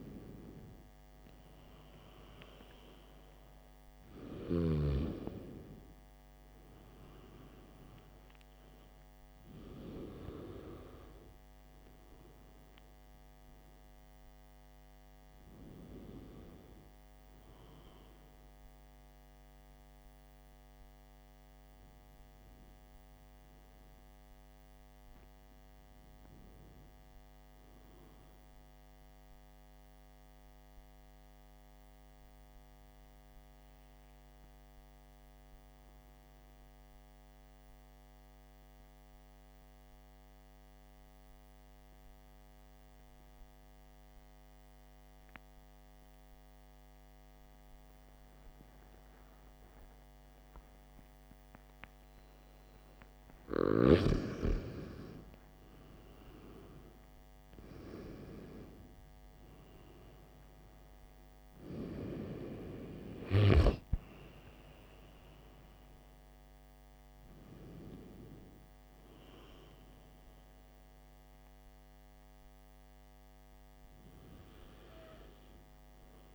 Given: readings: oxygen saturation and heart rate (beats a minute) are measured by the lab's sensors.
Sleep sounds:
breathing in sleep by a microphone on the trachea; 1
31.50-53.50 s: obstructive apnea (oxygen 96% before, 92% lowest, heart rate 56 before, 51 extreme, up 13 after)
51.50-76.34 s: oxygen desaturation (device-marked, oxygen 96% before, 92% lowest, heart rate 56 before, 47 extreme)
56.50-62.00 s: arousal
From the record:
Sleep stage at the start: N2 (light sleep); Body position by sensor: on the back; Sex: male

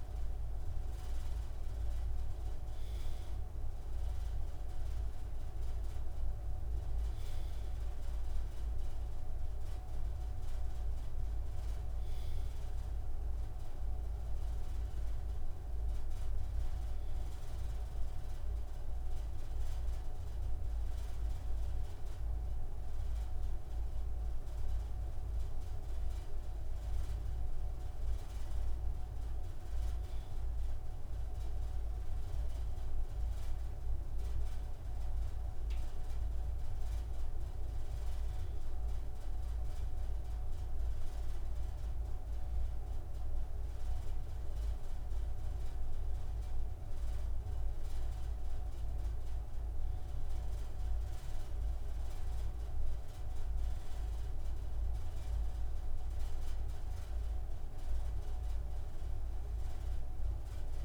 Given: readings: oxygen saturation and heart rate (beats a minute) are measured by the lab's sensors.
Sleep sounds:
breathing in sleep, hard to hear, by a room microphone; none
none scored
From the record:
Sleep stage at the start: N2 (light sleep); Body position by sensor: on the right side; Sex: male

